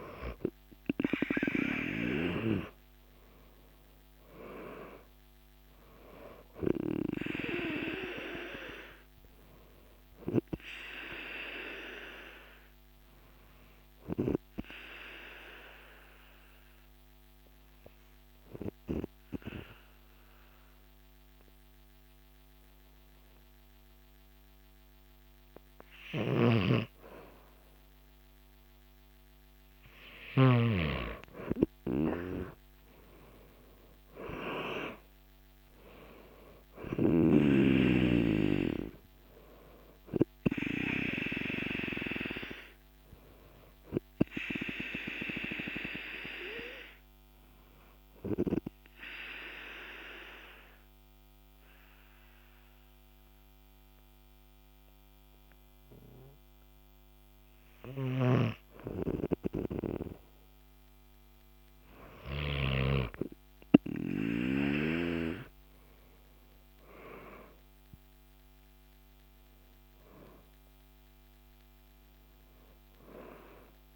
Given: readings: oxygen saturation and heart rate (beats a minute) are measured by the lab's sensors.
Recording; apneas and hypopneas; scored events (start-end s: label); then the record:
breathing in sleep by a microphone on the trachea; 2
0.00-3.00 s: oxygen desaturation (device-marked, oxygen 94% lowest, heart rate 48 extreme)
0.50-5.50 s: arousal
14.00-27.50 s: obstructive apnea (oxygen 98% before, 94% lowest, heart rate 55 before, 49 extreme, up 10 after)
26.50-31.00 s: snoring (device-marked)
32.00-36.50 s: arousal
46.50-58.50 s: obstructive apnea (oxygen 98% before, 94% lowest, heart rate 55 before, 49 extreme, up 8 after)
59.00-65.00 s: oxygen desaturation (device-marked, oxygen 97% before, 94% lowest, heart rate 51 before, 49 extreme)
65.00-69.50 s: arousal
From the record:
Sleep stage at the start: N2 (light sleep); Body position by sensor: on the back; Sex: male